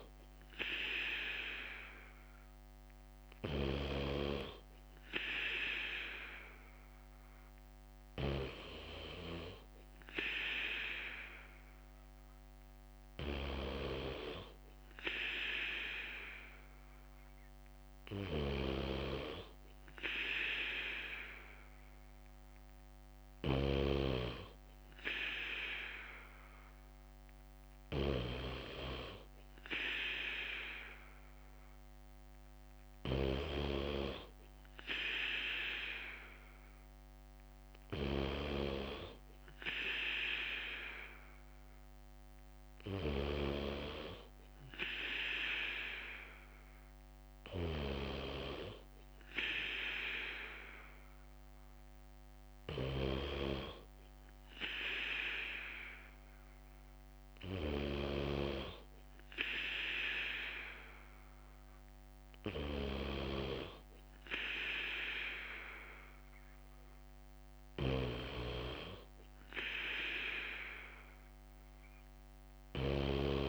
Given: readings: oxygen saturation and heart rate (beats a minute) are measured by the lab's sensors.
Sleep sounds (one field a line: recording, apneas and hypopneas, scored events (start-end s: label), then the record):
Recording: breathing in sleep by a microphone on the trachea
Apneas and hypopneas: none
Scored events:
8.00-10.00 s: bradycardia (device-marked, heart rate 60 before, 60 extreme)
15.00-25.00 s: bradycardia (device-marked, heart rate 60 before, 58 extreme)
27.00-35.00 s: bradycardia (device-marked, heart rate 60 before, 59 extreme)
38.00-40.00 s: bradycardia (device-marked, heart rate 60 before, 60 extreme)
42.00-45.00 s: bradycardia (device-marked, heart rate 60 before, 59 extreme)
48.00-50.00 s: bradycardia (device-marked, heart rate 60 before, 60 extreme)
51.00-55.00 s: bradycardia (device-marked, heart rate 60 before, 59 extreme)
66.00-73.49 s: bradycardia (device-marked, heart rate 60 before, 58 extreme)
From the record:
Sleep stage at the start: N3 (deep sleep)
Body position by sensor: on the back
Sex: male